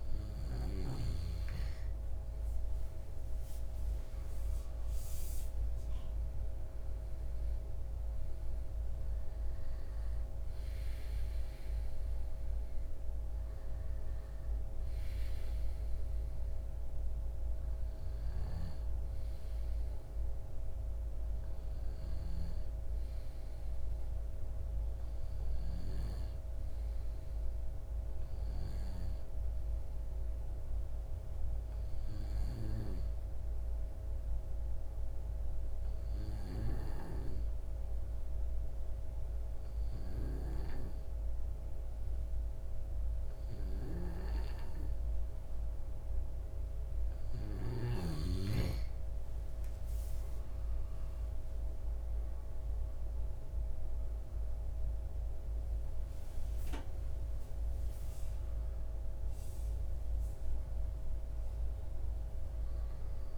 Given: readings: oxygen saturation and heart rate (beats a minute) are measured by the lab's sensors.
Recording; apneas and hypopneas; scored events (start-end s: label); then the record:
breathing in sleep by a room microphone; 1
26.50-45.00 s: hypopnea (oxygen 97% before, 92% lowest)
46.00-63.37 s: oxygen desaturation (device-marked, oxygen 96% before, 92% lowest)
47.50-51.50 s: arousal
From the record:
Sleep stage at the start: N2 (light sleep); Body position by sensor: on the left side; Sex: male